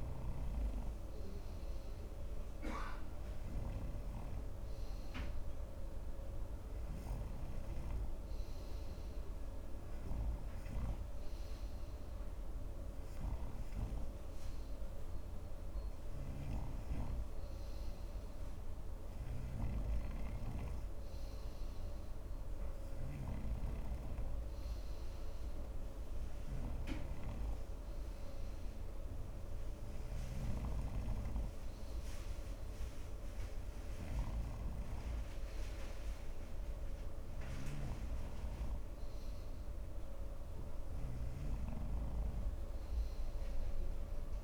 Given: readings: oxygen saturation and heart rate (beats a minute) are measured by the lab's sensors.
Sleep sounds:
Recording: breathing in sleep, hard to hear, by a room microphone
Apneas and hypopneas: none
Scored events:
11.50-44.44 s: new sleep stage, N3 (deep sleep)
From the record:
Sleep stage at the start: N2 (light sleep)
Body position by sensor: on the front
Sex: male

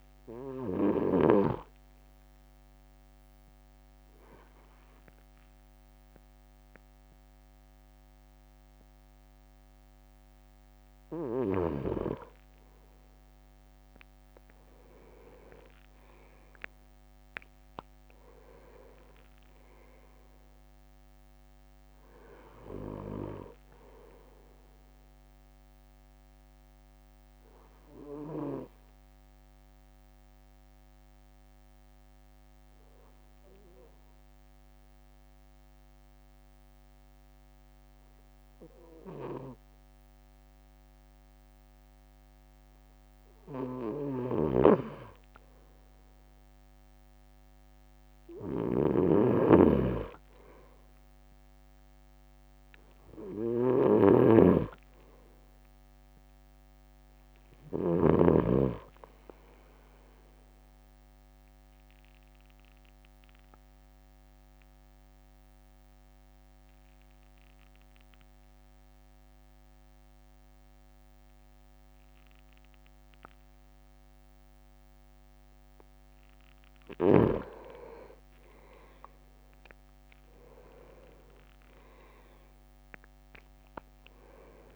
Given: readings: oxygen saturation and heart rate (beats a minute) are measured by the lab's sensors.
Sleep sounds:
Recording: breathing in sleep by a microphone on the trachea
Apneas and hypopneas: 3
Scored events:
0.50-11.50 s: obstructive apnea (oxygen 98% before, 97% lowest)
14.00-16.50 s: leg movement (device-marked)
14.50-19.50 s: arousal
23.50-42.50 s: obstructive apnea (oxygen 98% before, 97% lowest)
44.00-58.00 s: snoring (device-marked)
46.00-49.00 s: arousal
61.00-75.50 s: obstructive apnea (oxygen 98% before, 97% lowest)
78.50-79.50 s: leg movement (device-marked)
78.50-82.00 s: arousal
From the record:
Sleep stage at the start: N2 (light sleep)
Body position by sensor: on the right side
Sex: male

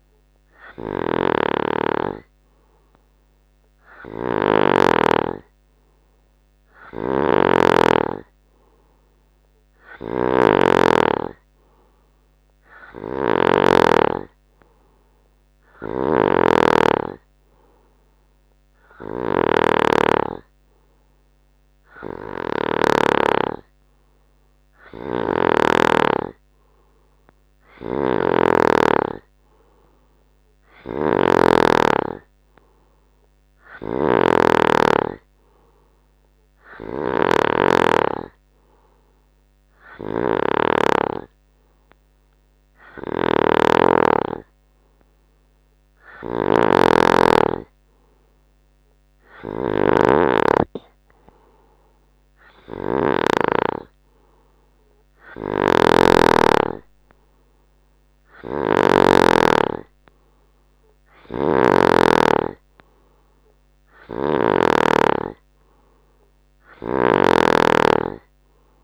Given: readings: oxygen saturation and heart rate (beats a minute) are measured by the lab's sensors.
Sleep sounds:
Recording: breathing in sleep by a microphone on the trachea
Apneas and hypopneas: none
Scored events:
0.00-5.00 s: snoring (device-marked)
7.00-14.00 s: snoring (device-marked)
16.00-23.50 s: snoring (device-marked)
28.00-53.50 s: snoring (device-marked)
55.50-65.00 s: snoring (device-marked)
67.00-68.84 s: snoring (device-marked)
From the record:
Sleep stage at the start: N2 (light sleep)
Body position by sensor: on the right side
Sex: male

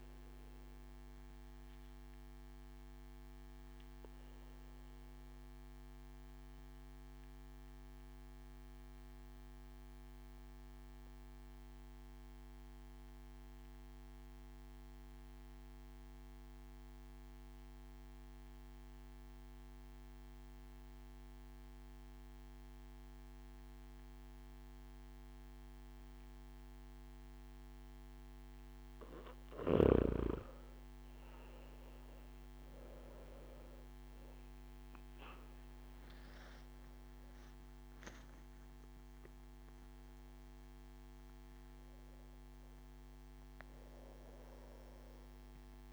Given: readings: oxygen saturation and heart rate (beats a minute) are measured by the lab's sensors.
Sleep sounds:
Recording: breathing in sleep, hard to hear, by a microphone on the trachea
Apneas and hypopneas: 1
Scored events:
1.50-28.00 s: obstructive apnea (oxygen 98% before, 92% lowest)
29.50-32.50 s: arousal
32.00-45.93 s: oxygen desaturation (device-marked, oxygen 97% before, 92% lowest)
From the record:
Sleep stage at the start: N2 (light sleep)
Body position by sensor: on the back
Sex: male

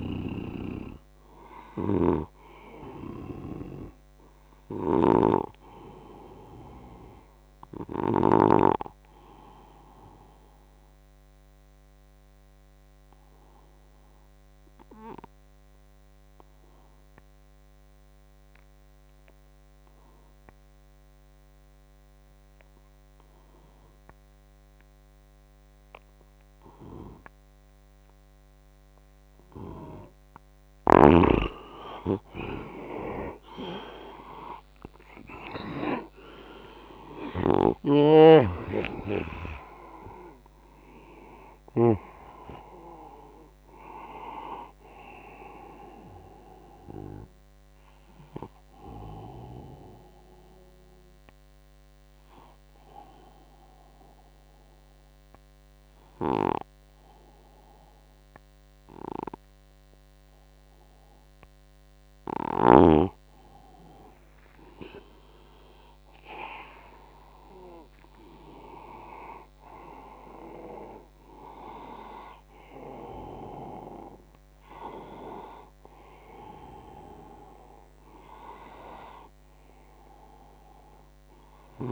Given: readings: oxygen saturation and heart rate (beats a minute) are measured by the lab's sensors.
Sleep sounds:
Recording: breathing in sleep by a microphone on the trachea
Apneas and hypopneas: 2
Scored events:
0.00-13.00 s: oxygen desaturation (device-marked, oxygen 98% before, 90% lowest, heart rate 75 before, 68 extreme)
4.00-8.00 s: snoring (device-marked)
10.50-28.50 s: obstructive apnea (oxygen 97% before, 88% lowest, heart rate 82 before, 68 extreme, up 17 after)
27.00-63.00 s: oxygen desaturation (device-marked, oxygen 99% before, 88% lowest, heart rate 76 before, 67 extreme)
32.50-37.50 s: arousal
37.00-41.50 s: snoring (device-marked)
47.50-61.50 s: obstructive apnea (oxygen 99% before, 88% lowest, heart rate 77 before, 67 extreme, up 12 after)
65.00-70.00 s: arousal
From the record:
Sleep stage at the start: N2 (light sleep)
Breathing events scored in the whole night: 271 in 4.0 hours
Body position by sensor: on the right side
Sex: male

